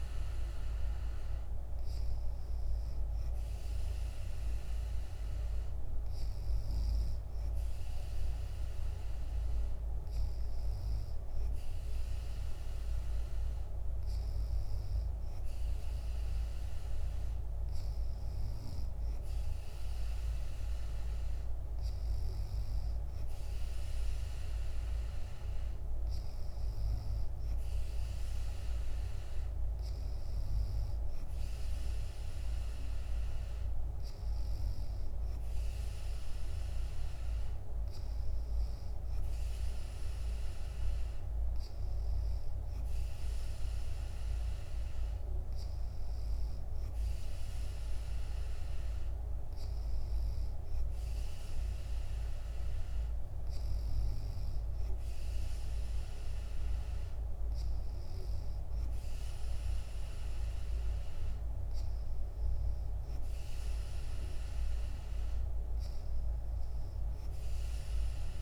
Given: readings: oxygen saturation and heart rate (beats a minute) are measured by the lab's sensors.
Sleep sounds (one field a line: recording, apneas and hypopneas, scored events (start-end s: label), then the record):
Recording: breathing in sleep, hard to hear, by a room microphone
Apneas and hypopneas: none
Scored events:
none scored
From the record:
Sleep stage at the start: N2 (light sleep)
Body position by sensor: on the back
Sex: female